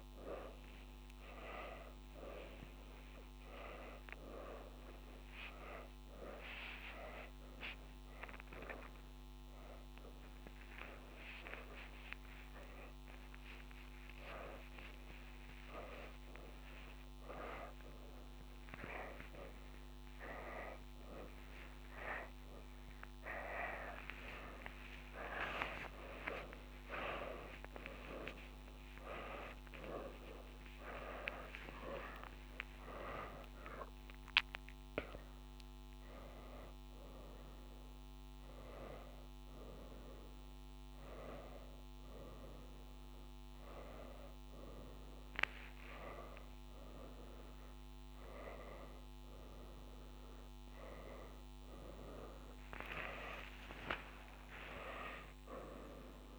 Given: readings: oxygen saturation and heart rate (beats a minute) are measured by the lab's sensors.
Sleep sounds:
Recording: a person awake in a sleep study, by a microphone on the trachea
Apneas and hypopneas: none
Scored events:
2.50-44.50 s: tachycardia (device-marked, heart rate 96 before, 129 extreme)
50.50-56.39 s: tachycardia (device-marked, heart rate 98 before, 118 extreme)
From the record:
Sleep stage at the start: awake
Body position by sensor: on the right side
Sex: female

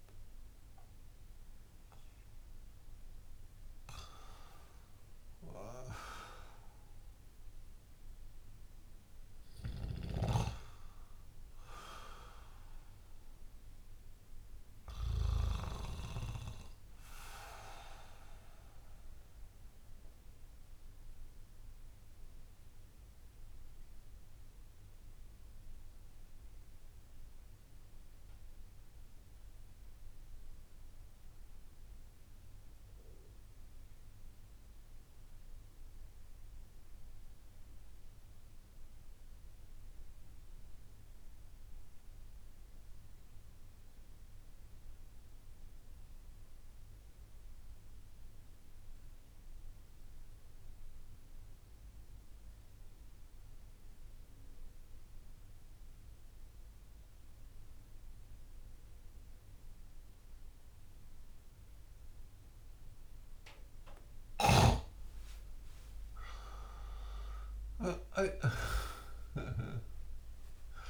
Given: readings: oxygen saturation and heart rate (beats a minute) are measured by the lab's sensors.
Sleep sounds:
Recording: breathing in sleep by a room microphone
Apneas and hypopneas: 1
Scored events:
0.00-24.00 s: oxygen desaturation (device-marked, oxygen 88% lowest)
18.50-63.00 s: mixed apnea (oxygen 92% before, 88% lowest)
52.00-70.90 s: oxygen desaturation (device-marked, oxygen 97% before, 91% lowest)
65.00-69.50 s: arousal
From the record:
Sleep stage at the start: N2 (light sleep)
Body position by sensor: on the back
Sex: male

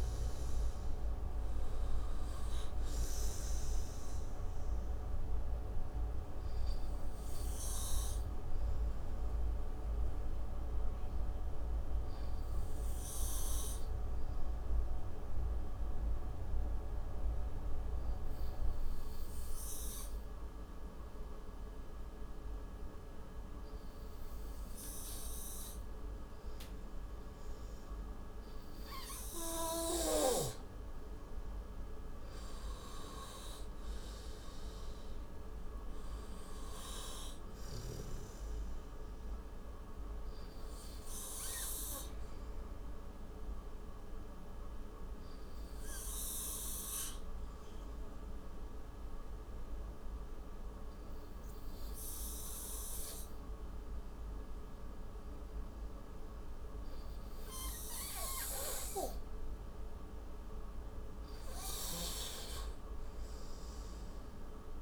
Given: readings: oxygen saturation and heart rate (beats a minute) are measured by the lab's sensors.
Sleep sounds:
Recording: breathing in sleep by a room microphone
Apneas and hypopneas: 2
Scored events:
4.50-11.50 s: oxygen desaturation (device-marked, oxygen 94% before, 91% lowest)
9.00-30.00 s: obstructive apnea (oxygen 96% before, 91% lowest)
32.00-35.50 s: arousal
36.50-59.50 s: oxygen desaturation (device-marked, oxygen 98% before, 91% lowest)
42.00-59.00 s: obstructive apnea (oxygen 98% before, 91% lowest)
61.00-64.50 s: arousal
From the record:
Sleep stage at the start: N2 (light sleep)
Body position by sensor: on the right side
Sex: male

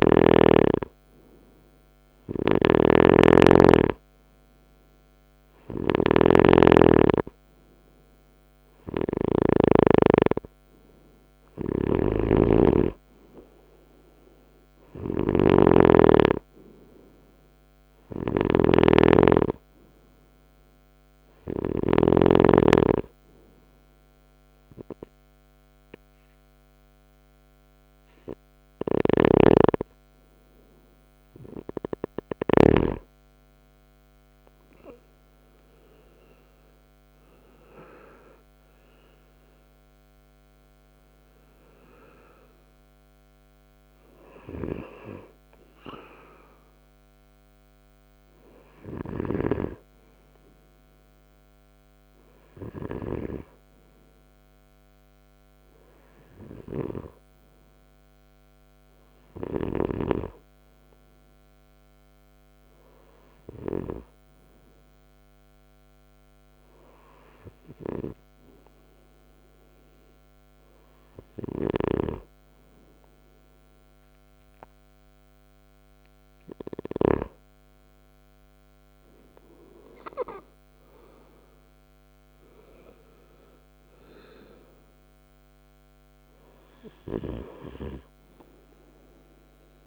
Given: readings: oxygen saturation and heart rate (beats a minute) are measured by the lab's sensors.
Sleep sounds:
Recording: breathing in sleep by a microphone on the trachea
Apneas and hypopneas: none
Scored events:
0.00-8.50 s: snoring (device-marked)
10.50-21.00 s: snoring (device-marked)
28.00-32.00 s: snoring (device-marked)
From the record:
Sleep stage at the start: N2 (light sleep)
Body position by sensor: on the right side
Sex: male

